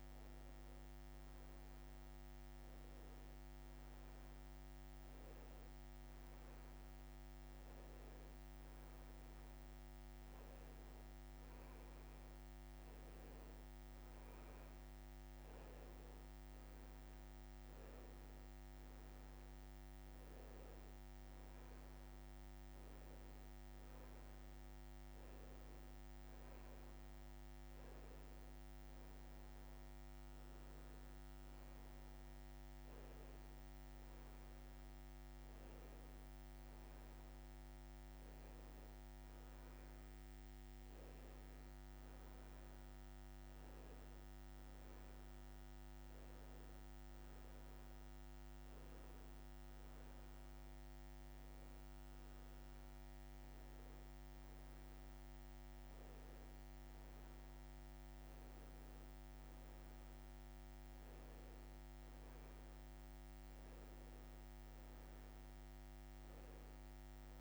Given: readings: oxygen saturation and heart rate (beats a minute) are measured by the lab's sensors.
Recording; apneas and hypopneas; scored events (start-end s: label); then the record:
breathing in sleep, hard to hear, by a microphone on the trachea; none
none scored
From the record:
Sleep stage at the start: N1 (lightest sleep); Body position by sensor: on the back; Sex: male